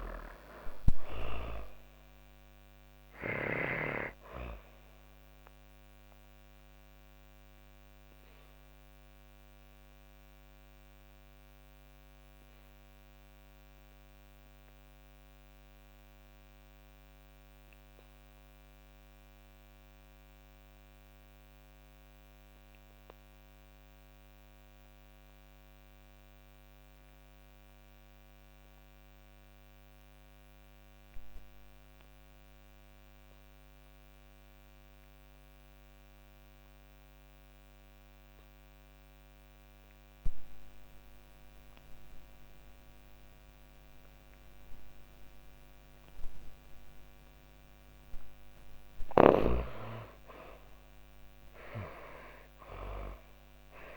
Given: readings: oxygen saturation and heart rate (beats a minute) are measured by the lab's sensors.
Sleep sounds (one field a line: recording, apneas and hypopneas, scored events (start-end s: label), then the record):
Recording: breathing in sleep by a microphone on the trachea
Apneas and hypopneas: 1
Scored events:
0.00-1.00 s: arousal
0.00-27.50 s: oxygen desaturation (device-marked, oxygen 83% lowest, heart rate 104 extreme)
6.00-44.50 s: obstructive apnea (oxygen 99% before, 76% lowest, heart rate 151 before, 100 extreme, up 38 after)
36.50-53.97 s: oxygen desaturation (device-marked, oxygen 98% before, 76% lowest, heart rate 132 before, 76 extreme)
49.50-53.97 s: arousal
From the record:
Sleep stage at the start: N2 (light sleep)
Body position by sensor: on the back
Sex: female